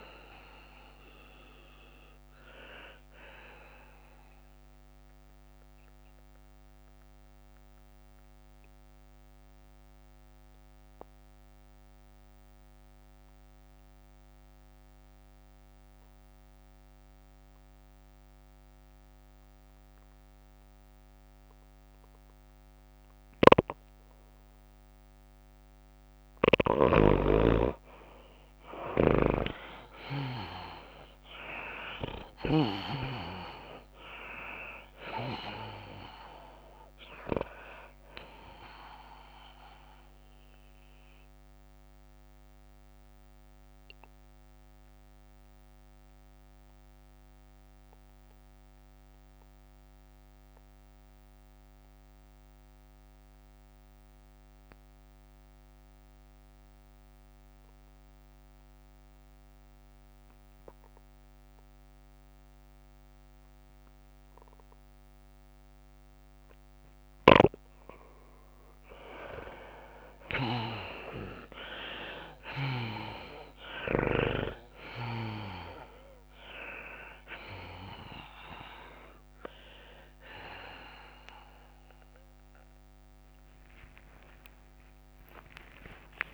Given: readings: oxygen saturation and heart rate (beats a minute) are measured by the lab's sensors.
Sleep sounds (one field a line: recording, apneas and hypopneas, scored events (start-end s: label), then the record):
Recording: breathing in sleep by a microphone on the trachea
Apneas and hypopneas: 2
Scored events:
0.00-9.50 s: drop in pulse transit time (device-marked, heart rate 101 extreme)
0.00-11.50 s: tachycardia (device-marked, heart rate 106 extreme)
0.00-14.50 s: oxygen desaturation (device-marked, oxygen 82% lowest, heart rate 97 extreme)
5.00-26.50 s: mixed apnea (oxygen 98% before, 80% lowest, heart rate 101 before, 97 extreme, up 5 after)
23.50-33.00 s: snoring (device-marked)
24.50-50.50 s: oxygen desaturation (device-marked, oxygen 99% before, 81% lowest, heart rate 101 before, 96 extreme)
29.50-43.50 s: tachycardia (device-marked, heart rate 101 before, 105 extreme)
31.00-35.50 s: arousal
33.50-50.50 s: drop in pulse transit time (device-marked, heart rate 99 before, 98 extreme)
41.50-70.50 s: obstructive apnea (oxygen 99% before, 80% lowest, heart rate 101 before, 96 extreme, up 8 after)
64.50-86.34 s: oxygen desaturation (device-marked, oxygen 98% before, 80% lowest, heart rate 98 before, 97 extreme)
70.50-86.34 s: tachycardia (device-marked, heart rate 101 before, 191 extreme)
73.50-86.34 s: drop in pulse transit time (device-marked, heart rate 97 before, 101 extreme)
81.50-86.34 s: new sleep stage, awake
84.00-86.00 s: long interval between heartbeats (device-marked, heart rate 101 before, 115 extreme)
From the record:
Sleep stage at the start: N2 (light sleep)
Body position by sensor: on the left side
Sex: female